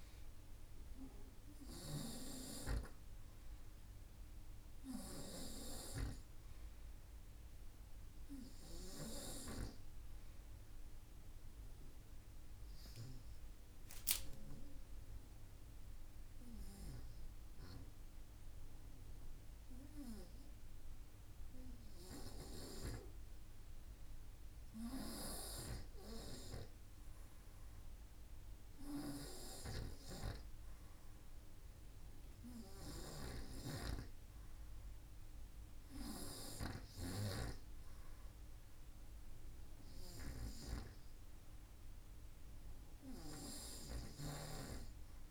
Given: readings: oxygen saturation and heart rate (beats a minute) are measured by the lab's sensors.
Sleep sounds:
breathing in sleep by a room microphone; 1
0.00-14.50 s: oxygen desaturation (device-marked, oxygen 93% lowest, heart rate 51 extreme)
10.50-22.50 s: obstructive apnea (oxygen 96% before, 91% lowest, heart rate 52 before, 51 extreme, up 0 after)
25.00-28.50 s: arousal
32.50-36.50 s: snoring (device-marked)
41.50-45.31 s: oxygen desaturation (device-marked, oxygen 95% before, 91% lowest, heart rate 52 before, 50 extreme)
From the record:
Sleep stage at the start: N2 (light sleep); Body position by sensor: on the front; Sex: male

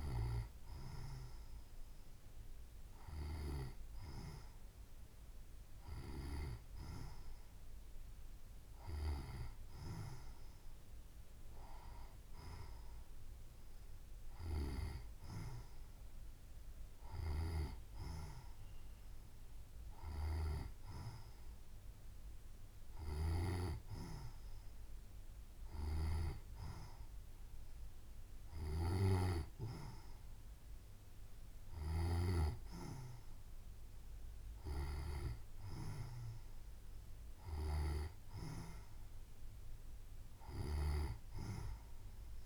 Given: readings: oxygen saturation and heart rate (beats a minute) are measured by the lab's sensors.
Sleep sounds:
breathing in sleep by a room microphone; none
41.00-42.46 s: long interval between heartbeats (device-marked, heart rate 77 before, 77 extreme)
From the record:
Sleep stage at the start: N2 (light sleep); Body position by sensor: on the right side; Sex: female

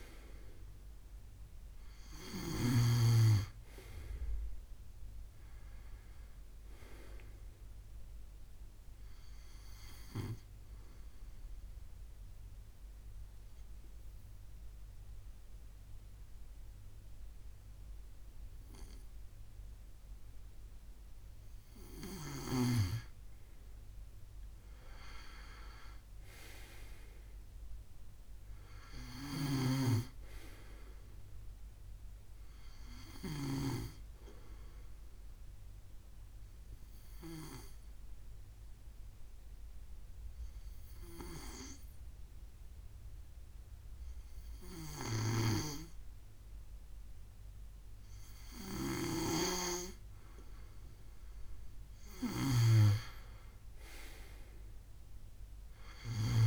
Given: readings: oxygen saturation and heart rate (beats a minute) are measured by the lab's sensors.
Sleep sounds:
breathing in sleep by a room microphone; 2
0.00-2.50 s: snoring (device-marked)
0.00-6.00 s: oxygen desaturation (device-marked, oxygen 90% lowest, heart rate 67 extreme)
2.50-6.50 s: arousal
10.50-22.00 s: obstructive apnea (oxygen 96% before, 92% lowest, heart rate 74 before, 67 extreme, up 9 after)
25.00-29.50 s: arousal
35.00-46.00 s: obstructive apnea (oxygen 96% before, 92% lowest, heart rate 71 before, 65 extreme, up 0 after)
46.00-55.00 s: oxygen desaturation (device-marked, oxygen 95% before, 92% lowest, heart rate 71 before, 65 extreme)
48.00-51.50 s: arousal
48.50-56.47 s: snoring (device-marked)
From the record:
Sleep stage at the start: N2 (light sleep); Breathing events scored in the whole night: 277 in 3.8 hours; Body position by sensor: on the left side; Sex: male

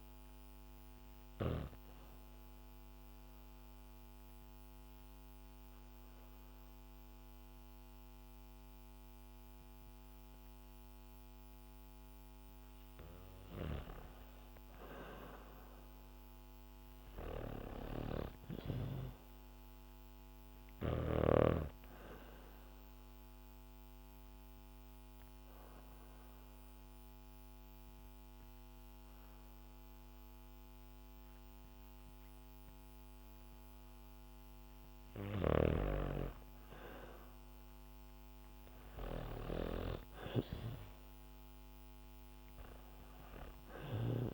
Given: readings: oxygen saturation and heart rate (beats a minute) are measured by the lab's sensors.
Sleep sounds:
breathing in sleep by a microphone on the trachea; 2
0.00-13.50 s: oxygen desaturation (device-marked, oxygen 92% lowest, heart rate 61 extreme)
2.00-13.50 s: mixed apnea (oxygen 96% before, 92% lowest, heart rate 69 before, 61 extreme, up 0 after)
15.50-19.50 s: arousal
23.50-34.00 s: obstructive apnea (oxygen 98% before, 94% lowest, heart rate 67 before, 59 extreme, up 2 after)
35.50-39.00 s: arousal
From the record:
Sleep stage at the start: N2 (light sleep); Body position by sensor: on the back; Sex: female

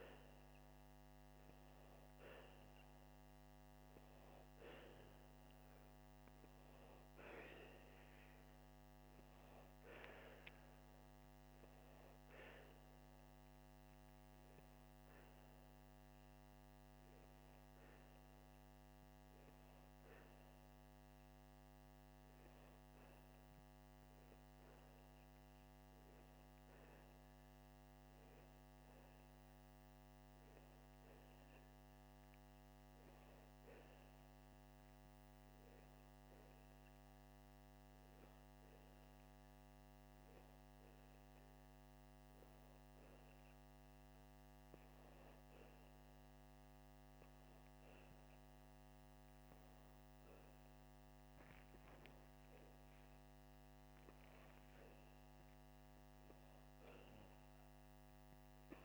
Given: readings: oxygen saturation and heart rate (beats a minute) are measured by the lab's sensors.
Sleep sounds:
breathing in sleep, hard to hear, by a microphone on the trachea; 1
18.00-31.00 s: hypopnea (oxygen 97% before, 95% lowest, heart rate 82 before, 81 extreme, up 8 after)
32.50-35.50 s: arousal
52.00-56.50 s: arousal
From the record:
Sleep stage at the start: N2 (light sleep); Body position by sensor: upright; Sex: male

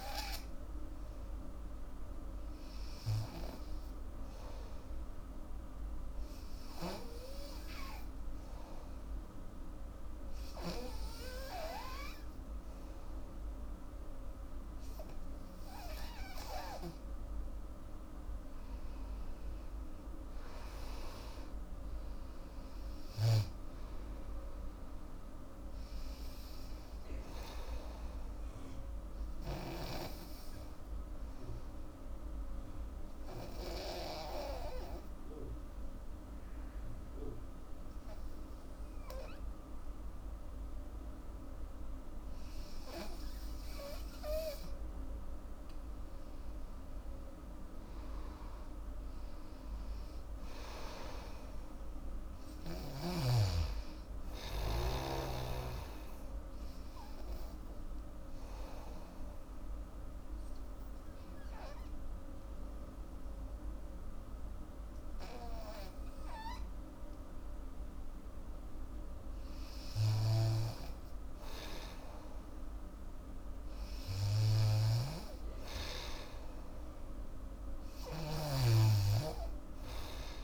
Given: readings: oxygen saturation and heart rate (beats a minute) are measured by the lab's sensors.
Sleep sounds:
breathing in sleep by a room microphone; 3
0.00-1.00 s: long interval between heartbeats (device-marked, heart rate 84 extreme)
0.00-5.50 s: oxygen desaturation (device-marked, oxygen 91% lowest, heart rate 77 extreme)
6.50-17.00 s: obstructive apnea (oxygen 97% before, 90% lowest, heart rate 81 before, 74 extreme, up 9 after)
19.00-22.50 s: arousal
21.50-40.50 s: oxygen desaturation (device-marked, oxygen 95% before, 92% lowest, heart rate 81 before, 74 extreme)
31.50-42.50 s: obstructive apnea (oxygen 96% before, 90% lowest, heart rate 84 before, 76 extreme, up 8 after)
42.50-63.50 s: oxygen desaturation (device-marked, oxygen 99% before, 90% lowest, heart rate 80 before, 76 extreme)
45.00-48.00 s: arousal
58.50-69.50 s: obstructive apnea (oxygen 99% before, 90% lowest, heart rate 80 before, 79 extreme, up 4 after)
70.00-78.50 s: snoring (device-marked)
71.00-74.50 s: arousal
76.50-80.44 s: oxygen desaturation (device-marked, oxygen 98% before, 90% lowest, heart rate 79 before, 72 extreme)
From the record:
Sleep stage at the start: N2 (light sleep); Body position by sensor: on the back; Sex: female

